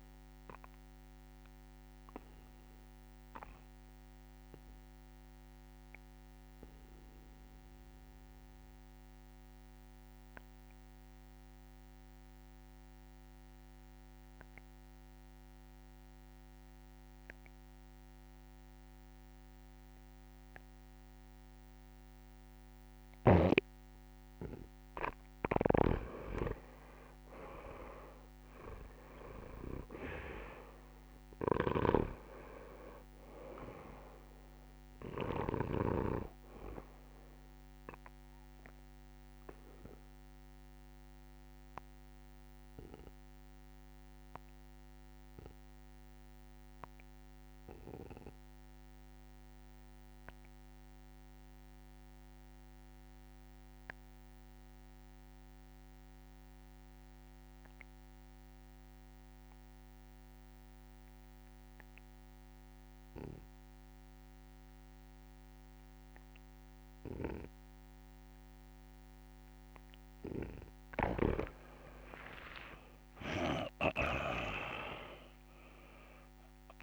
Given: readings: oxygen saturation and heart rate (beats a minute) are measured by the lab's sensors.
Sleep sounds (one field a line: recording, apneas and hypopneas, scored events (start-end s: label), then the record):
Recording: breathing in sleep by a microphone on the trachea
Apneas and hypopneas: 2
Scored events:
0.00-10.00 s: oxygen desaturation (device-marked, oxygen 83% lowest, heart rate 68 extreme)
1.00-25.00 s: obstructive apnea (oxygen 99% before, 82% lowest, heart rate 76 before, 68 extreme, up 7 after)
23.00-50.00 s: oxygen desaturation (device-marked, oxygen 99% before, 85% lowest, heart rate 71 before, 67 extreme)
25.50-35.50 s: snoring (device-marked)
27.00-30.50 s: arousal
40.00-70.50 s: obstructive apnea (oxygen 99% before, 81% lowest, heart rate 71 before, 65 extreme, up 14 after)
63.00-76.83 s: oxygen desaturation (device-marked, oxygen 99% before, 81% lowest, heart rate 71 before, 64 extreme)
72.00-74.00 s: long interval between heartbeats (device-marked, heart rate 70 before, 81 extreme)
72.00-76.50 s: arousal
From the record:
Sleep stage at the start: N2 (light sleep)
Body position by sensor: on the back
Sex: male